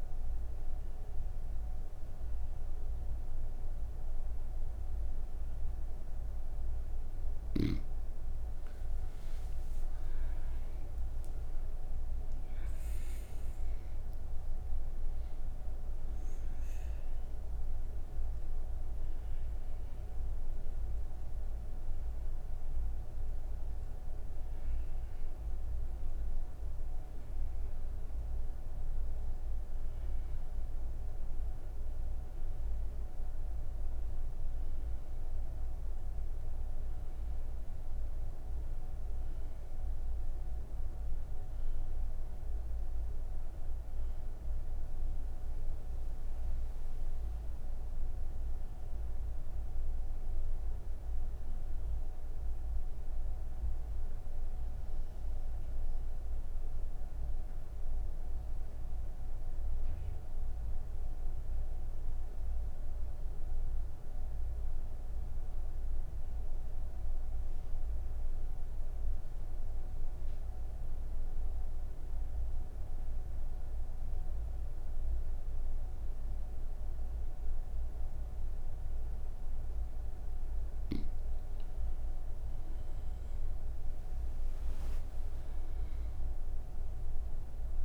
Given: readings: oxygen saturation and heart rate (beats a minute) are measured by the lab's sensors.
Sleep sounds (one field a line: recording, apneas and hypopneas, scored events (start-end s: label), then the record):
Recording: breathing in sleep, hard to hear, by a room microphone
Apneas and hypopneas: none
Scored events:
9.50-26.50 s: oxygen desaturation (device-marked, oxygen 98% before, 94% lowest)
36.50-66.50 s: oxygen desaturation (device-marked, oxygen 95% before, 88% lowest)
85.50-87.85 s: oxygen desaturation (device-marked, oxygen 98% before, 95% lowest)
From the record:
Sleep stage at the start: N2 (light sleep)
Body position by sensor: on the right side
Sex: female